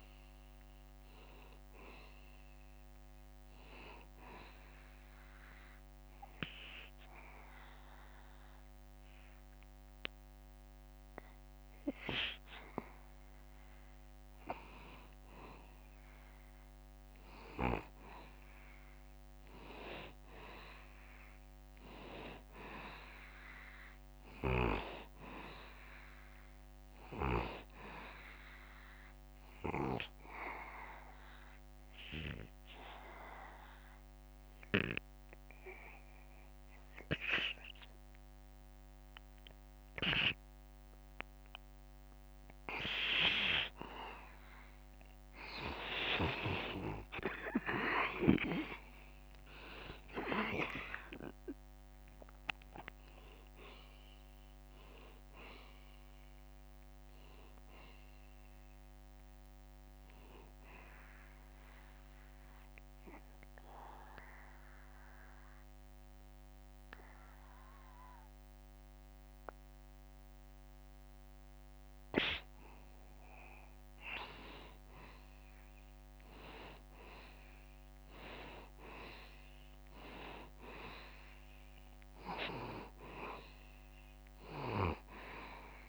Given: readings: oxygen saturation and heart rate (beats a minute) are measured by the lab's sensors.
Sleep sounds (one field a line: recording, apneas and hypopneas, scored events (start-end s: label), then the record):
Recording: breathing in sleep by a microphone on the trachea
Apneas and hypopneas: 3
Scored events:
0.00-8.50 s: oxygen desaturation (device-marked, oxygen 90% lowest, heart rate 71 extreme)
5.50-15.50 s: hypopnea (oxygen 94% before, 88% lowest, heart rate 75 before, 71 extreme, up 0 after)
20.00-23.50 s: arousal
32.00-44.00 s: obstructive apnea (oxygen 94% before, 88% lowest, heart rate 74 before, 72 extreme, up 12 after)
48.50-77.50 s: oxygen desaturation (device-marked, oxygen 94% before, 88% lowest, heart rate 74 before, 71 extreme)
49.50-54.50 s: arousal
49.50-65.50 s: drop in pulse transit time (device-marked, heart rate 74 before, 74 extreme)
50.00-52.00 s: long interval between heartbeats (device-marked, heart rate 74 before, 82 extreme)
63.00-73.50 s: obstructive apnea (oxygen 94% before, 88% lowest, heart rate 80 before, 71 extreme, up 2 after)
78.50-83.00 s: arousal
From the record:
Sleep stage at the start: N2 (light sleep)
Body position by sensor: on the back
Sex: male